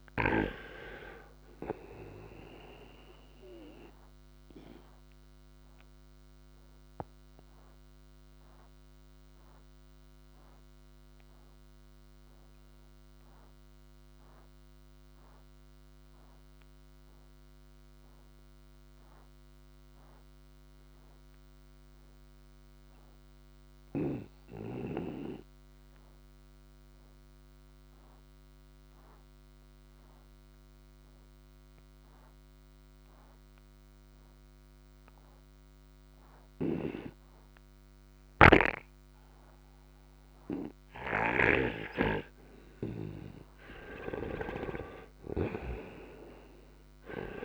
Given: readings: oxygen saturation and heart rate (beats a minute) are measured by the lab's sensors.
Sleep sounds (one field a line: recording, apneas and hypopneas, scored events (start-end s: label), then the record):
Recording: breathing in sleep by a microphone on the trachea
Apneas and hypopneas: 1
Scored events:
0.00-18.50 s: oxygen desaturation (device-marked, oxygen 86% lowest, heart rate 58 extreme)
3.50-43.00 s: obstructive apnea (oxygen 98% before, 85% lowest, heart rate 70 before, 58 extreme, up 9 after)
33.50-47.45 s: oxygen desaturation (device-marked, oxygen 98% before, 85% lowest, heart rate 61 before, 58 extreme)
38.00-45.50 s: snoring (device-marked)
44.50-47.45 s: arousal
From the record:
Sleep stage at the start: N2 (light sleep)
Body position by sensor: on the right side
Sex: male